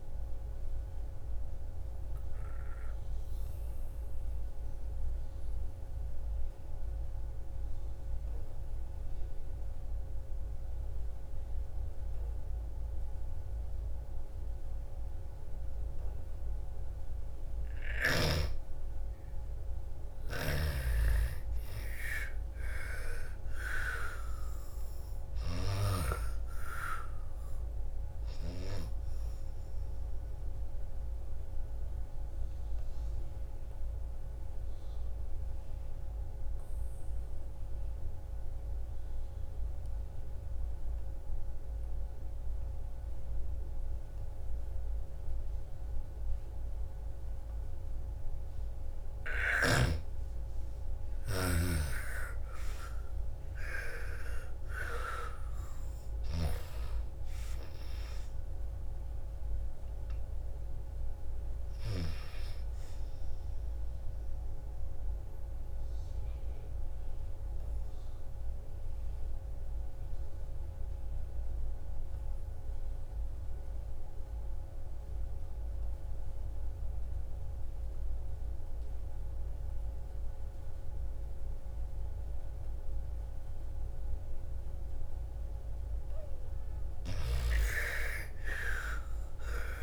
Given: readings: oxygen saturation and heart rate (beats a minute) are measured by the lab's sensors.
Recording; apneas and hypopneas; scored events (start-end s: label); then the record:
breathing in sleep by a room microphone; 3
0.00-10.00 s: oxygen desaturation (device-marked, oxygen 85% lowest, heart rate 56 extreme)
0.50-16.50 s: obstructive apnea (oxygen 98% before, 82% lowest, heart rate 60 before, 55 extreme, up 9 after)
19.00-22.50 s: arousal
20.00-26.00 s: snoring (device-marked)
22.00-39.00 s: oxygen desaturation (device-marked, oxygen 98% before, 84% lowest, heart rate 58 before, 55 extreme)
30.50-48.50 s: obstructive apnea (oxygen 98% before, 78% lowest, heart rate 61 before, 54 extreme, up 13 after)
51.50-55.50 s: arousal
53.00-71.00 s: oxygen desaturation (device-marked, oxygen 98% before, 82% lowest, heart rate 58 before, 54 extreme)
64.50-84.50 s: obstructive apnea (oxygen 98% before, 78% lowest, heart rate 65 before, 54 extreme, up 14 after)
84.00-89.83 s: oxygen desaturation (device-marked, oxygen 98% before, 78% lowest, heart rate 57 before, 56 extreme)
87.50-89.83 s: arousal
From the record:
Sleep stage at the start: N2 (light sleep); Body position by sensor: on the back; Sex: female